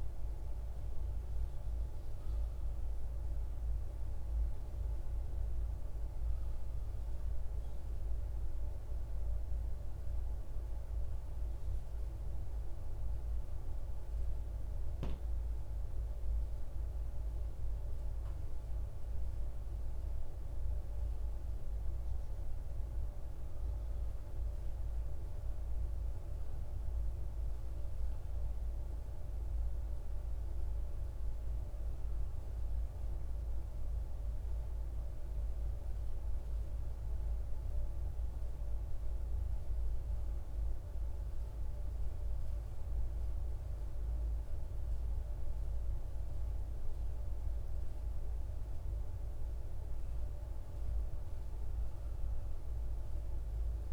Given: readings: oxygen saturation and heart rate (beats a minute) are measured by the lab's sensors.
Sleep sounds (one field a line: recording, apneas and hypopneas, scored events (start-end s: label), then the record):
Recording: breathing in sleep, hard to hear, by a room microphone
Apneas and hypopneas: 1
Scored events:
6.50-21.00 s: hypopnea (oxygen 98% before, 95% lowest, heart rate 63 before, 55 extreme, up 6 after)
23.50-26.50 s: arousal
From the record:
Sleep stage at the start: N1 (lightest sleep)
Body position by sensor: on the right side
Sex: male